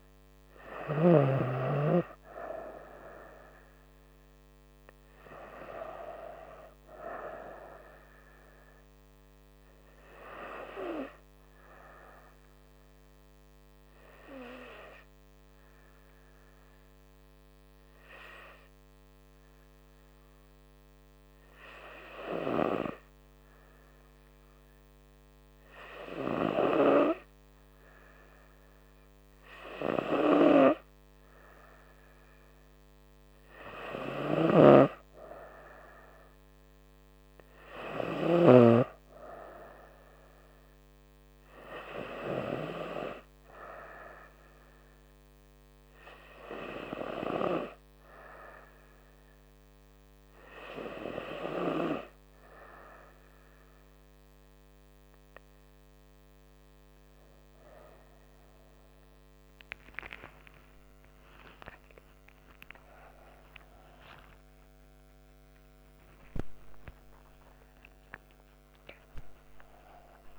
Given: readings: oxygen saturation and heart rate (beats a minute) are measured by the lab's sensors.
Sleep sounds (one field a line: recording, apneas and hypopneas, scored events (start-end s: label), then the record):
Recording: a person partly awake in a sleep study, by a microphone on the trachea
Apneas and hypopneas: 2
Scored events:
0.00-1.50 s: snoring (device-marked)
10.50-29.50 s: hypopnea (oxygen 98% before, 94% lowest, heart rate 68 before, 65 extreme, up 3 after)
31.50-35.50 s: arousal
34.50-39.00 s: snoring (device-marked)
45.50-59.00 s: hypopnea (oxygen 98% before, 94% lowest, heart rate 69 before, 65 extreme, up 21 after)
47.50-70.38 s: new sleep stage, awake
From the record:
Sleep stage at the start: N2 (light sleep)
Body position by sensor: on the right side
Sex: female